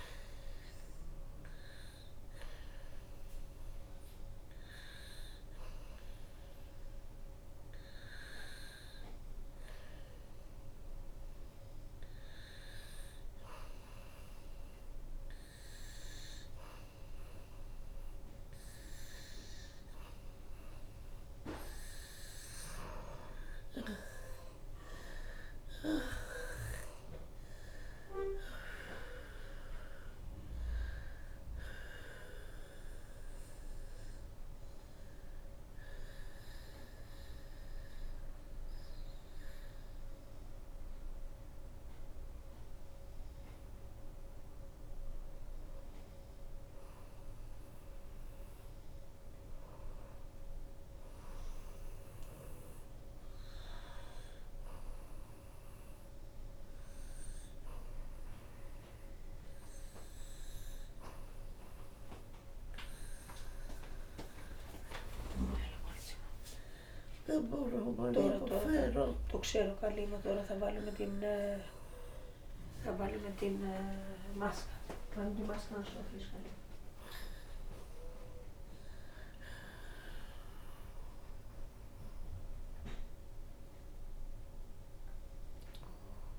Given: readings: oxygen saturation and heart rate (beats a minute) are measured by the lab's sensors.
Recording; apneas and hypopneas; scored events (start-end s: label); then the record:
breathing in sleep by a room microphone; 3
0.00-9.50 s: oxygen desaturation (device-marked, oxygen 89% lowest, heart rate 72 extreme)
9.00-21.00 s: hypopnea (oxygen 93% before, 85% lowest, heart rate 81 before, 72 extreme, up 16 after)
15.50-22.50 s: oxygen desaturation (device-marked, oxygen 92% before, 89% lowest, heart rate 81 before, 72 extreme)
22.00-26.00 s: arousal
23.50-35.50 s: drop in pulse transit time (device-marked, heart rate 78 before, 73 extreme)
24.50-43.50 s: oxygen desaturation (device-marked, oxygen 91% before, 85% lowest, heart rate 78 before, 70 extreme)
29.00-40.00 s: hypopnea (oxygen 92% before, 85% lowest, heart rate 78 before, 71 extreme)
44.00-48.50 s: arousal
51.50-64.00 s: hypopnea (oxygen 96% before, 87% lowest, heart rate 78 before, 70 extreme, up 19 after)
53.50-85.50 s: oxygen desaturation (device-marked, oxygen 96% before, 87% lowest, heart rate 77 before, 70 extreme)
81.50-86.38 s: new sleep stage, awake
From the record:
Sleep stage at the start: N1 (lightest sleep); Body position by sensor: on the back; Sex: female